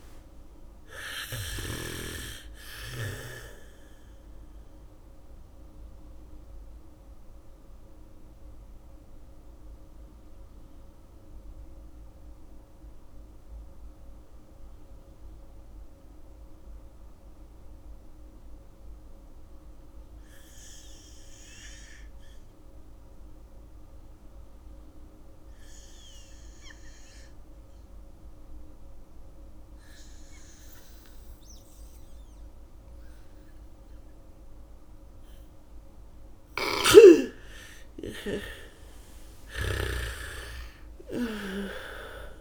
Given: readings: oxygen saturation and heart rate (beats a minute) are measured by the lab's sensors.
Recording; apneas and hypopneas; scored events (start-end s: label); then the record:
breathing in sleep by a room microphone; 1
0.00-17.50 s: oxygen desaturation (device-marked, oxygen 81% lowest, heart rate 48 extreme)
6.00-35.50 s: mixed apnea (oxygen 98% before, 81% lowest, heart rate 66 before, 39 extreme, up 1 after)
30.50-42.41 s: bradycardia (device-marked, heart rate 69 before, 44 extreme)
34.50-42.41 s: oxygen desaturation (device-marked, oxygen 98% before, 83% lowest, heart rate 71 before, 39 extreme)
37.00-41.50 s: arousal
From the record:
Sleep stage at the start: N2 (light sleep); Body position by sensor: on the back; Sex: female